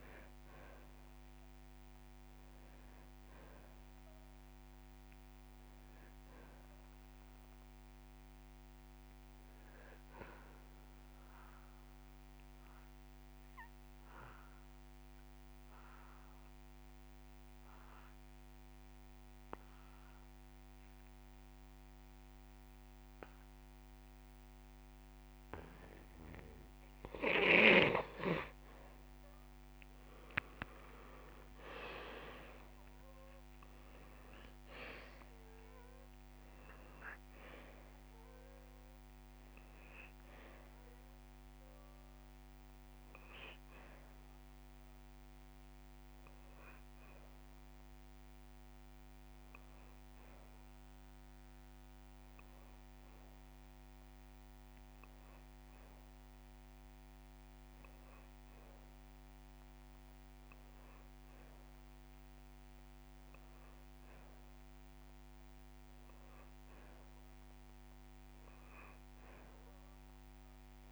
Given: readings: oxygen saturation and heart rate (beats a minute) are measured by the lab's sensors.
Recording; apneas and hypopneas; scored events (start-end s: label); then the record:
breathing in sleep by a microphone on the trachea; 2
2.50-5.50 s: drop in pulse transit time (device-marked)
2.50-6.50 s: arousal
7.00-9.00 s: long interval between heartbeats (device-marked)
12.00-26.50 s: obstructive apnea (oxygen 98% before, 88% lowest)
17.50-19.50 s: long interval between heartbeats (device-marked)
25.50-27.50 s: long interval between heartbeats (device-marked)
30.00-34.50 s: arousal
31.50-68.50 s: oxygen desaturation (device-marked, oxygen 97% before, 88% lowest)
33.00-35.00 s: long interval between heartbeats (device-marked)
41.50-43.50 s: long interval between heartbeats (device-marked)
48.50-59.50 s: hypopnea (oxygen 97% before, 88% lowest)
61.50-65.00 s: arousal
From the record:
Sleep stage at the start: N2 (light sleep); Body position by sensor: on the back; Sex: male